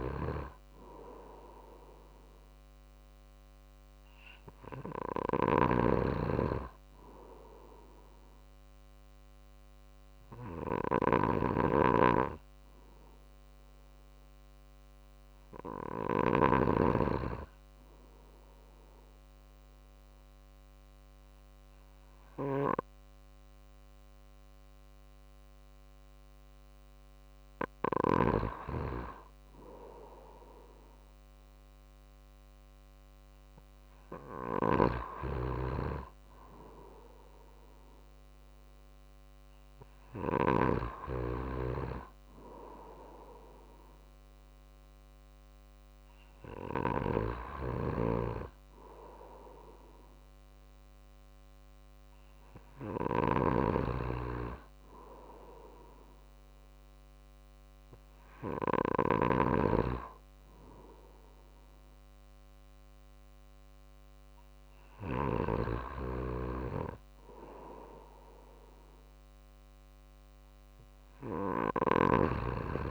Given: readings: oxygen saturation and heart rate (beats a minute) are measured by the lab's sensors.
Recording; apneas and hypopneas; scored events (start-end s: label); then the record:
breathing in sleep by a microphone on the trachea; 1
0.00-3.00 s: drop in pulse transit time (device-marked, heart rate 50 extreme)
4.50-16.00 s: snoring (device-marked)
16.00-27.50 s: obstructive apnea (oxygen 94% before, 93% lowest, heart rate 51 before, 48 extreme, up 1 after)
30.00-33.50 s: arousal
34.00-40.00 s: snoring (device-marked)
34.00-48.00 s: drop in pulse transit time (device-marked, heart rate 51 before, 48 extreme)
52.50-58.50 s: snoring (device-marked)
65.00-72.91 s: drop in pulse transit time (device-marked, heart rate 50 before, 51 extreme)
From the record:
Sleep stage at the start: N2 (light sleep); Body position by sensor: on the right side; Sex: male